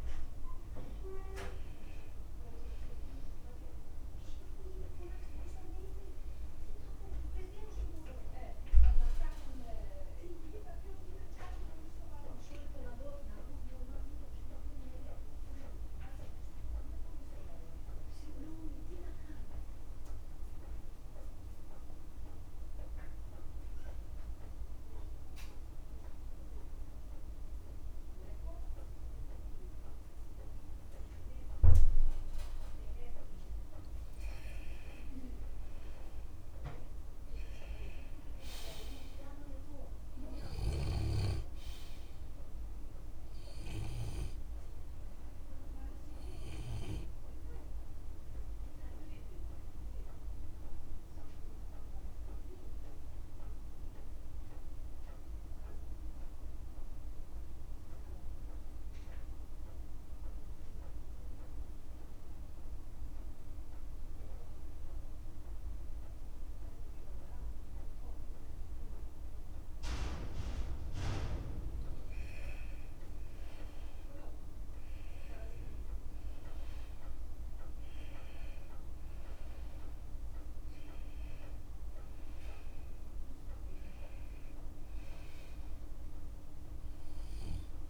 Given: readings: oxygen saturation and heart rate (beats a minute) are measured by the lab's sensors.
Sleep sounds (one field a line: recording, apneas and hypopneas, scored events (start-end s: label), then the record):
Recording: breathing in sleep by a room microphone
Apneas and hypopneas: 2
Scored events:
0.00-25.50 s: oxygen desaturation (device-marked, oxygen 81% lowest, heart rate 37 extreme)
1.50-3.50 s: long interval between heartbeats (device-marked, heart rate 68 before, 51 extreme)
13.00-32.50 s: obstructive apnea (oxygen 88% before, 81% lowest, heart rate 59 before, 52 extreme, up 21 after)
34.00-39.00 s: arousal
34.50-36.50 s: long interval between heartbeats (device-marked, heart rate 54 before, 62 extreme)
39.00-41.00 s: long interval between heartbeats (device-marked, heart rate 56 before, 72 extreme)
42.50-64.50 s: oxygen desaturation (device-marked, oxygen 98% before, 91% lowest, heart rate 59 before, 51 extreme)
48.50-71.50 s: obstructive apnea (oxygen 98% before, 89% lowest, heart rate 60 before, 49 extreme, up 20 after)
72.00-74.00 s: long interval between heartbeats (device-marked, heart rate 52 before, 60 extreme)
74.00-77.00 s: arousal
76.50-87.90 s: oxygen desaturation (device-marked, oxygen 96% before, 89% lowest, heart rate 55 before, 46 extreme)
80.00-82.00 s: long interval between heartbeats (device-marked, heart rate 58 before, 57 extreme)
82.00-84.00 s: long interval between heartbeats (device-marked, heart rate 59 before, 62 extreme)
From the record:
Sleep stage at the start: N2 (light sleep)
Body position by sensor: on the left side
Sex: male